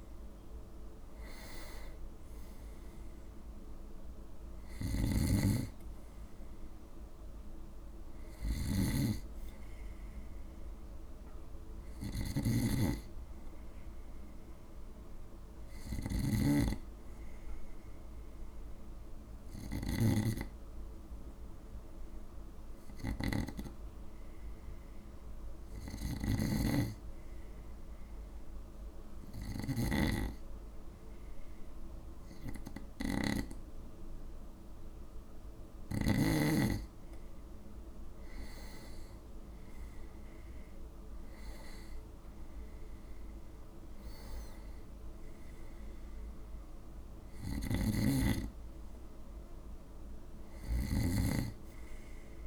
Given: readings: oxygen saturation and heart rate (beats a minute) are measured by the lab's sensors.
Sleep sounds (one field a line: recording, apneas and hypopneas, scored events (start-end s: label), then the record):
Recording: breathing in sleep by a room microphone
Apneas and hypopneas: 1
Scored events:
4.50-33.50 s: snoring (device-marked)
12.50-23.50 s: oxygen desaturation (device-marked, oxygen 92% before, 89% lowest, heart rate 58 before, 54 extreme)
19.00-33.50 s: hypopnea (oxygen 94% before, 91% lowest, heart rate 56 before, 54 extreme, up 3 after)
37.50-40.50 s: arousal
47.50-52.47 s: snoring (device-marked)
From the record:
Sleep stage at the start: N2 (light sleep)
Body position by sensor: on the right side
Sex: male